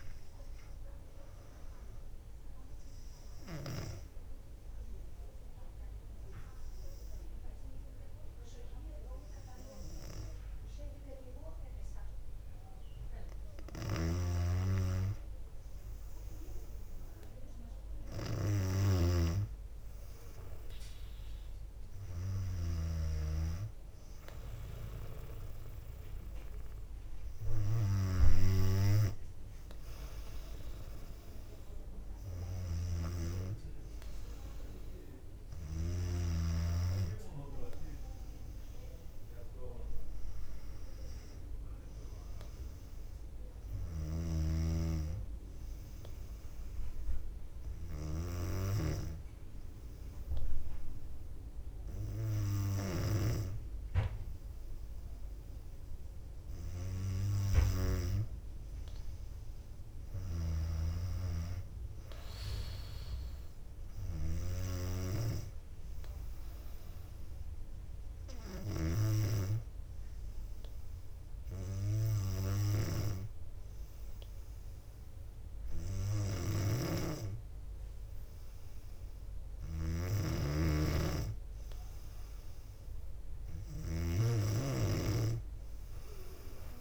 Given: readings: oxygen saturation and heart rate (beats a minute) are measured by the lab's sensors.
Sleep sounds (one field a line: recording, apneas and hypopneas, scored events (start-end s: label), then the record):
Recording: breathing in sleep by a room microphone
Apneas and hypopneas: 2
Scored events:
0.00-6.50 s: oxygen desaturation (device-marked, oxygen 94% lowest, heart rate 58 extreme)
3.00-14.00 s: obstructive apnea (oxygen 98% before, 94% lowest, heart rate 63 before, 58 extreme, up 3 after)
14.00-36.00 s: snoring (device-marked)
17.00-21.00 s: arousal
44.00-53.50 s: snoring (device-marked)
46.00-58.50 s: hypopnea (oxygen 99% before, 95% lowest, heart rate 62 before, 59 extreme, up 2 after)
60.50-69.00 s: snoring (device-marked)
61.00-64.00 s: arousal
76.50-86.81 s: snoring (device-marked)
From the record:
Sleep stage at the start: N2 (light sleep)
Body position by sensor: on the back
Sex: female